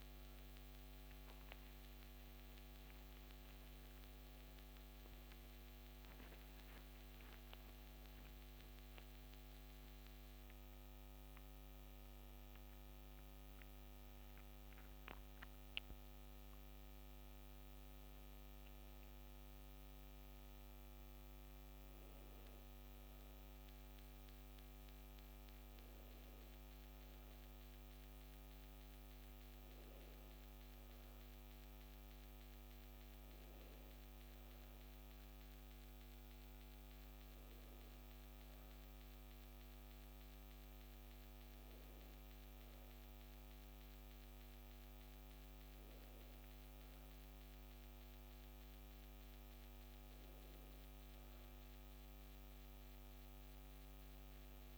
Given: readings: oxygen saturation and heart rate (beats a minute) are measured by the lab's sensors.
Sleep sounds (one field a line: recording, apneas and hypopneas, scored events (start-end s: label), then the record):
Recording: breathing in sleep, hard to hear, by a microphone on the trachea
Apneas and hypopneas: none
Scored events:
8.50-13.00 s: arousal
From the record:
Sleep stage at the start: N2 (light sleep)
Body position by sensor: on the back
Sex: female